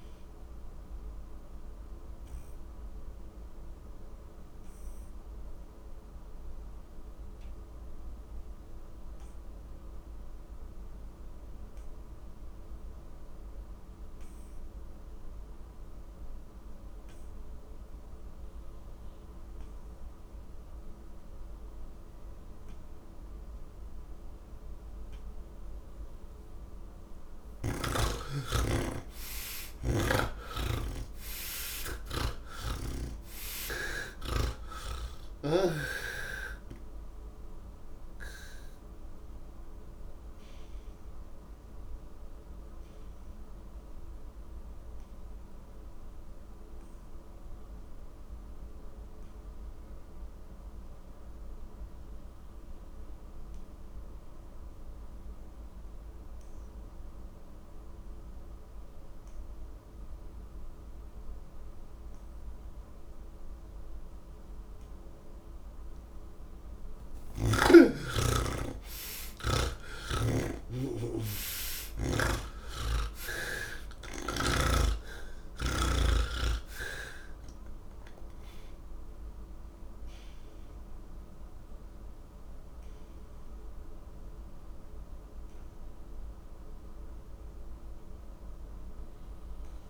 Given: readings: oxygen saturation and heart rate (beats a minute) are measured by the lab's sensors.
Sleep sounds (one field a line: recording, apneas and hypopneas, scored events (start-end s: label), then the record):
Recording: breathing in sleep by a room microphone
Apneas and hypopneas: none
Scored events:
0.00-15.00 s: oxygen desaturation (device-marked, oxygen 76% lowest, heart rate 58 extreme)
32.00-35.50 s: snoring (device-marked)
35.00-89.90 s: new sleep stage, N1 (lightest sleep)
41.00-56.00 s: oxygen desaturation (device-marked, oxygen 91% before, 78% lowest)
61.00-89.90 s: oxygen desaturation (device-marked, oxygen 98% before, 78% lowest, heart rate 58 before, 38 extreme)
69.50-74.50 s: snoring (device-marked)
From the record:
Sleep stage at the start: N3 (deep sleep)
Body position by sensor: on the back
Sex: male